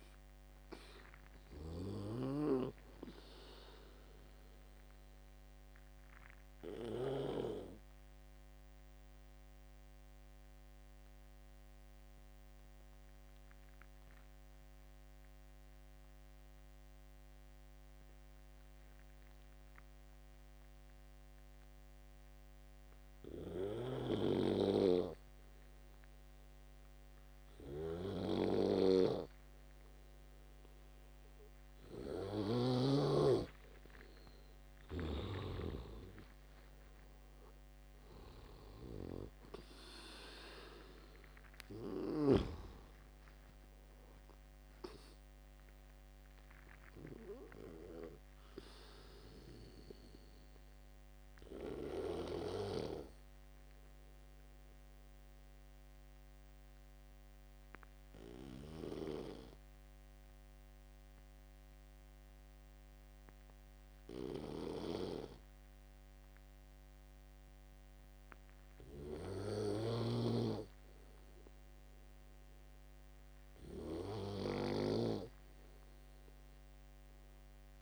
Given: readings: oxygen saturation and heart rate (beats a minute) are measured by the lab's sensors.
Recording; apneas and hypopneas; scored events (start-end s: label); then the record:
breathing in sleep by a microphone on the trachea; 2
0.00-22.00 s: oxygen desaturation (device-marked, oxygen 90% lowest, heart rate 65 extreme)
5.00-33.50 s: obstructive apnea (oxygen 98% before, 89% lowest, heart rate 80 before, 65 extreme, up 15 after)
34.00-69.00 s: oxygen desaturation (device-marked, oxygen 98% before, 89% lowest, heart rate 70 before, 66 extreme)
36.00-39.50 s: arousal
52.50-70.00 s: obstructive apnea (oxygen 98% before, 89% lowest, heart rate 80 before, 66 extreme, up 6 after)
72.50-75.50 s: arousal
From the record:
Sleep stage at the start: N2 (light sleep); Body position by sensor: on the back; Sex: male